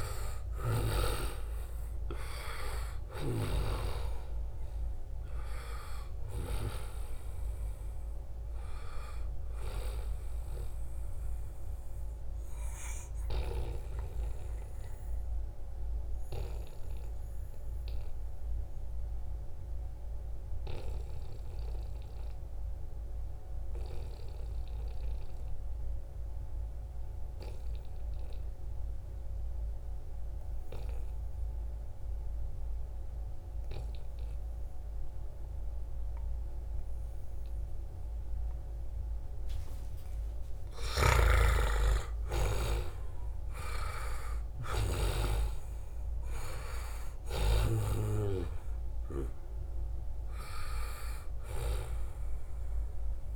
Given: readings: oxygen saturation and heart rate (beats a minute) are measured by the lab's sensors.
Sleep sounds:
breathing in sleep by a room microphone; 1
0.00-1.00 s: arousal
0.00-18.00 s: oxygen desaturation (device-marked, oxygen 88% lowest, heart rate 69 extreme)
12.00-39.00 s: obstructive apnea (oxygen 95% before, 88% lowest, heart rate 77 before, 69 extreme, up 11 after)
36.00-43.00 s: oxygen desaturation (device-marked, oxygen 97% before, 93% lowest, heart rate 73 before, 73 extreme)
40.50-45.00 s: snoring (device-marked)
41.00-45.00 s: arousal
49.00-53.36 s: oxygen desaturation (device-marked, oxygen 94% before, 88% lowest, heart rate 74 before, 69 extreme)
From the record:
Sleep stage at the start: N2 (light sleep); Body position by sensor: on the right side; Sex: male

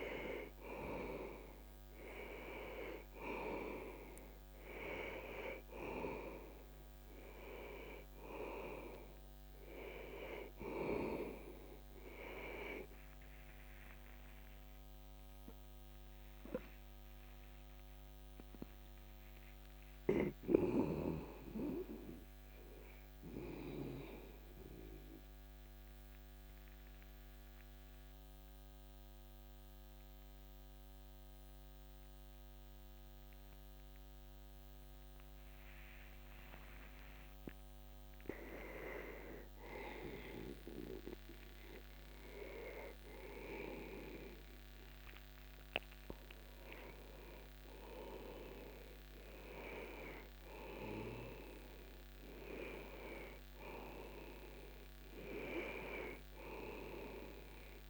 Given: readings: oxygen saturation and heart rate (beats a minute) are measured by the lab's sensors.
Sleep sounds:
breathing in sleep by a microphone on the trachea; 1
2.50-38.50 s: oxygen desaturation (device-marked, oxygen 97% before, 88% lowest)
24.00-39.00 s: mixed apnea (oxygen 97% before, 88% lowest)
40.50-44.50 s: arousal
From the record:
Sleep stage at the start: N2 (light sleep); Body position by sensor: on the back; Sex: male

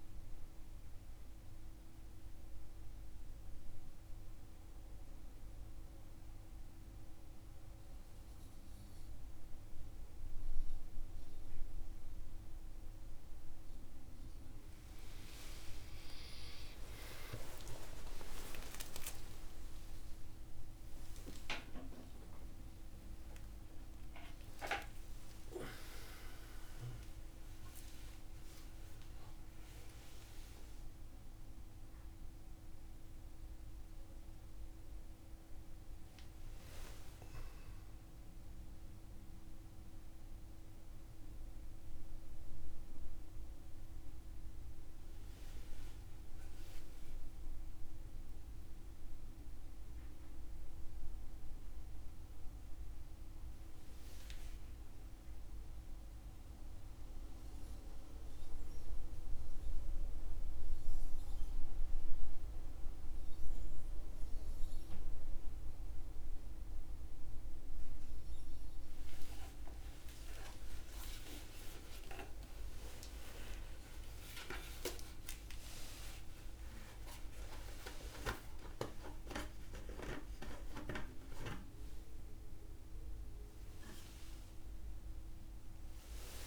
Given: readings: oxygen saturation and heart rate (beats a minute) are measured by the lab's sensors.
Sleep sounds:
a person awake in a sleep study, by a room microphone; none
9.00-86.47 s: new sleep stage, awake
From the record:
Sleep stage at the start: N1 (lightest sleep); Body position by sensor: on the back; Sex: male

